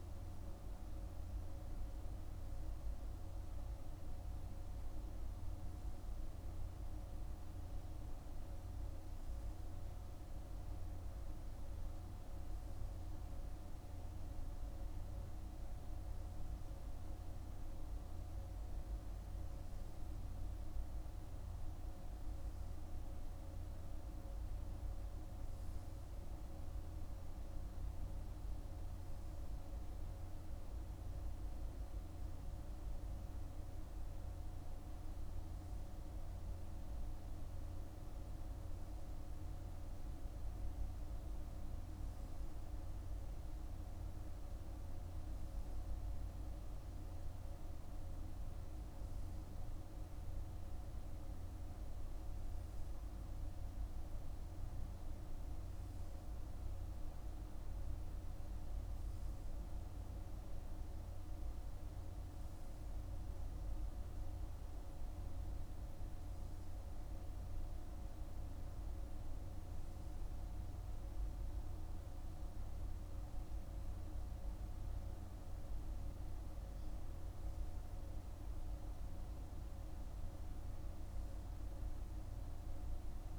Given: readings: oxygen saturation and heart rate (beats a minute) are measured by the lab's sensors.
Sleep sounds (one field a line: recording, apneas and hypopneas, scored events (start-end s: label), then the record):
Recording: breathing in sleep, hard to hear, by a room microphone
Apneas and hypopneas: none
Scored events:
none scored
From the record:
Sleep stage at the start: N3 (deep sleep)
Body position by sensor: on the right side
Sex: male